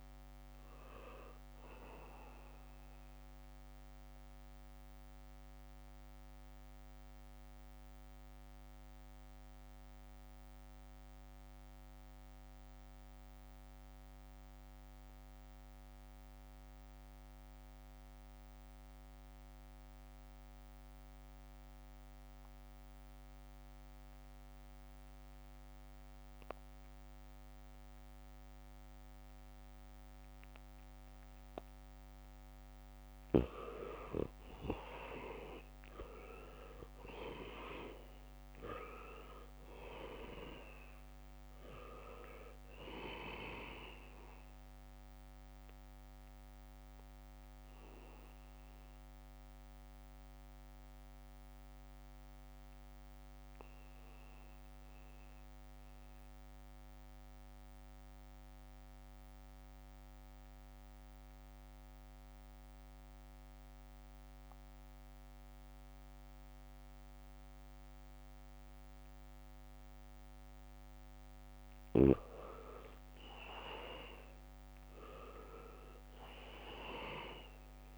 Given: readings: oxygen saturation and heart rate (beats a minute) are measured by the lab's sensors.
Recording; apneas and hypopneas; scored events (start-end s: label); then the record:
breathing in sleep by a microphone on the trachea; 2
0.00-13.00 s: oxygen desaturation (device-marked, oxygen 78% lowest, heart rate 61 extreme)
4.00-32.50 s: mixed apnea (oxygen 97% before, 78% lowest, heart rate 69 before, 64 extreme, up 0 after)
28.00-62.00 s: oxygen desaturation (device-marked, oxygen 99% before, 79% lowest, heart rate 72 before, 64 extreme)
35.00-39.50 s: arousal
46.50-71.50 s: mixed apnea (oxygen 99% before, 79% lowest, heart rate 67 before, 66 extreme)
70.00-77.97 s: oxygen desaturation (device-marked, oxygen 99% before, 83% lowest, heart rate 69 before, 63 extreme)
71.00-77.00 s: leg movement (device-marked)
74.00-77.97 s: arousal
From the record:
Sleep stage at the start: N2 (light sleep); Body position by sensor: on the back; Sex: male